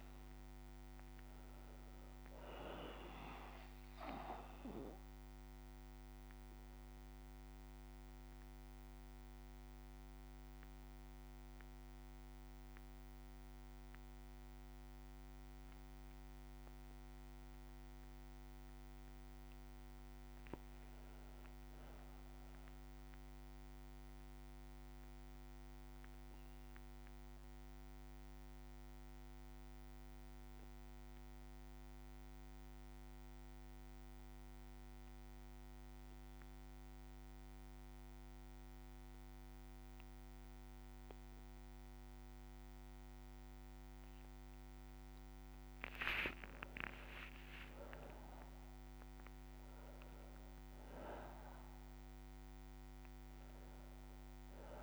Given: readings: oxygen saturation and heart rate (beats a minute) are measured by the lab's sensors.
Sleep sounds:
breathing in sleep by a microphone on the trachea; 2
4.50-19.50 s: bradycardia (device-marked, heart rate 61 before, 55 extreme)
5.00-18.00 s: obstructive apnea (oxygen 99% before, 94% lowest, heart rate 66 before, 55 extreme, up 6 after)
20.00-24.00 s: arousal
27.50-42.50 s: bradycardia (device-marked, heart rate 61 before, 57 extreme)
29.00-44.00 s: obstructive apnea (oxygen 99% before, 93% lowest, heart rate 58 before, 57 extreme, up 14 after)
45.50-47.50 s: long interval between heartbeats (device-marked, heart rate 58 before, 68 extreme)
46.00-50.50 s: arousal
46.50-54.83 s: oxygen desaturation (device-marked, oxygen 98% before, 94% lowest, heart rate 59 before, 57 extreme)
From the record:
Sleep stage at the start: N2 (light sleep); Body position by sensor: on the back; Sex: male

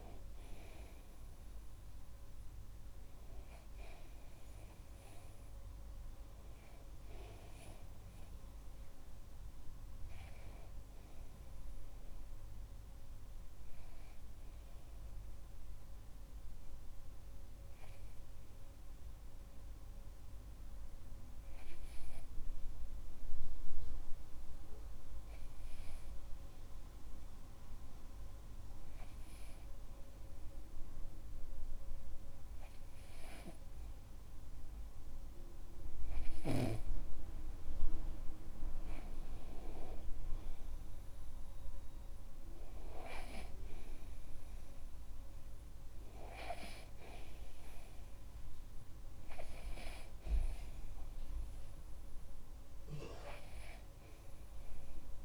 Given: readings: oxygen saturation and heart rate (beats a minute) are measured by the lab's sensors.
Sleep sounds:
breathing in sleep by a room microphone; 1
16.50-37.00 s: hypopnea (oxygen 98% before, 95% lowest)
39.50-43.00 s: arousal
From the record:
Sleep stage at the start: N2 (light sleep); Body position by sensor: on the back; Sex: male

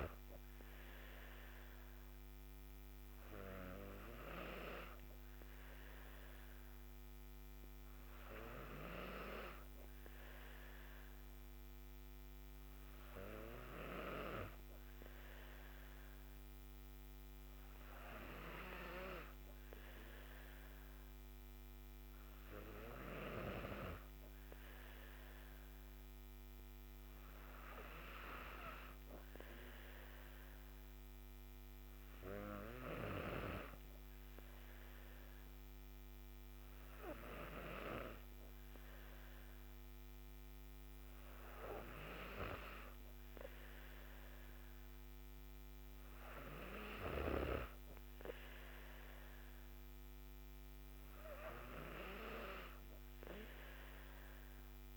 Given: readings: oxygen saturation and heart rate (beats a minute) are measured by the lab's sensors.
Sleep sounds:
breathing in sleep by a microphone on the trachea; none
14.50-54.97 s: new sleep stage, N3 (deep sleep)
From the record:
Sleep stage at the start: N2 (light sleep); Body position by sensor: on the back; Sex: female

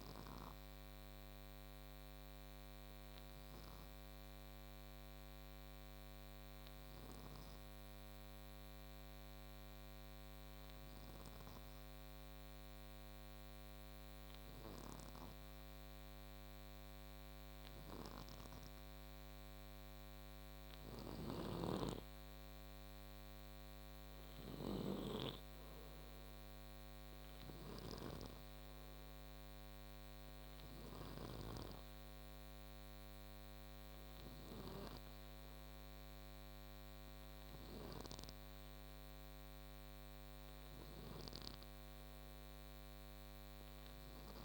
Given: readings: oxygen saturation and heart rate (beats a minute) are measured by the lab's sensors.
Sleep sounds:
breathing in sleep by a microphone on the trachea; 1
3.50-18.00 s: obstructive apnea (heart rate 58 before, 53 extreme, up 8 after)
19.50-21.50 s: arousal
20.50-31.00 s: snoring (device-marked)
From the record:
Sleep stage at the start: N2 (light sleep); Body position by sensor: on the back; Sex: male

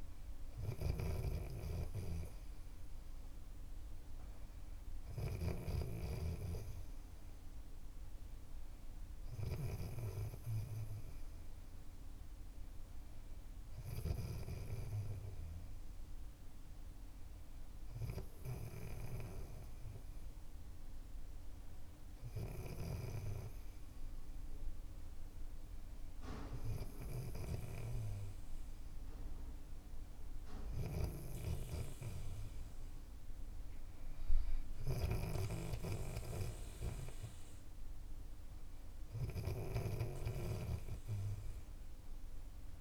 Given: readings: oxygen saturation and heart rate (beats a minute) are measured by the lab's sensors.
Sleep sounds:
breathing in sleep by a room microphone; none
0.00-14.50 s: snoring (device-marked)
30.50-42.81 s: snoring (device-marked)
From the record:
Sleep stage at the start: N3 (deep sleep); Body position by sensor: on the back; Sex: male

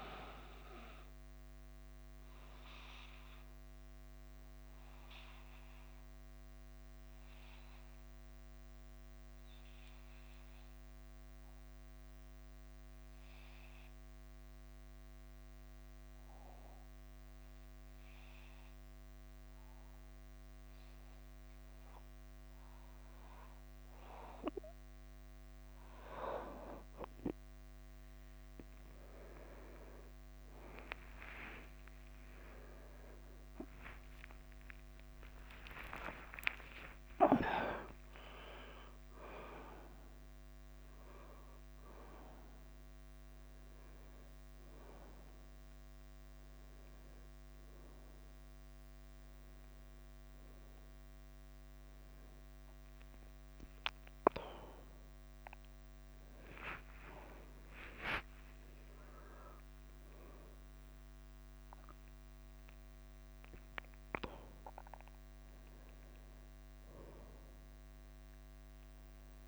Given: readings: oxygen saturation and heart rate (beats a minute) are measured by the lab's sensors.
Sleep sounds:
a person partly awake in a sleep study, by a microphone on the trachea; 1
0.00-32.00 s: bradycardia (device-marked, heart rate 46 extreme)
2.00-23.00 s: obstructive apnea (oxygen 99% before, 92% lowest, heart rate 52 before, 49 extreme, up 2 after)
31.00-33.00 s: long interval between heartbeats (device-marked, heart rate 50 before, 52 extreme)
34.00-64.00 s: new sleep stage, awake
35.50-37.50 s: long interval between heartbeats (device-marked, heart rate 50 before, 66 extreme)
40.00-43.00 s: bradycardia (device-marked, heart rate 51 before, 60 extreme)
49.00-69.48 s: bradycardia (device-marked, heart rate 52 before, 40 extreme)
51.00-69.48 s: oxygen desaturation (device-marked, oxygen 97% before, 92% lowest, heart rate 63 before, 47 extreme)
64.00-69.48 s: new sleep stage, N1 (lightest sleep)
From the record:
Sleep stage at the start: N2 (light sleep); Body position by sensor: on the back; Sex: male

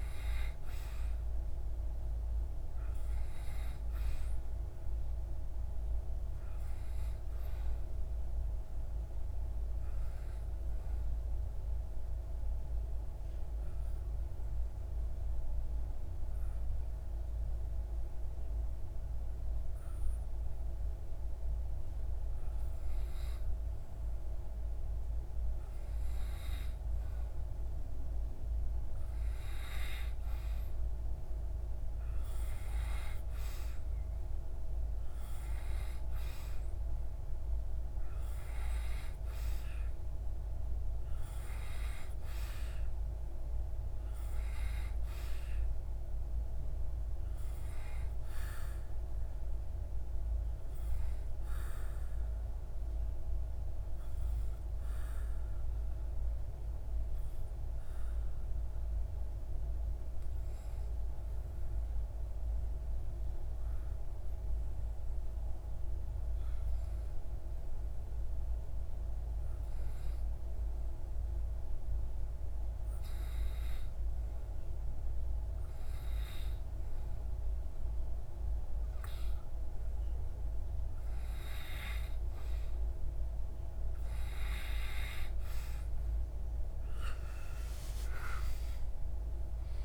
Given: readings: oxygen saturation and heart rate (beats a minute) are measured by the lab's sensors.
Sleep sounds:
breathing in sleep, hard to hear, by a room microphone; 2
0.00-9.00 s: oxygen desaturation (device-marked, oxygen 91% lowest)
10.50-22.50 s: obstructive apnea (oxygen 95% before, 92% lowest)
25.00-28.50 s: arousal
53.00-70.00 s: obstructive apnea (oxygen 95% before, 91% lowest)
76.00-89.85 s: oxygen desaturation (device-marked, oxygen 95% before, 91% lowest)
86.00-89.50 s: arousal
From the record:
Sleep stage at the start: N2 (light sleep); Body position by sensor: on the back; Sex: male

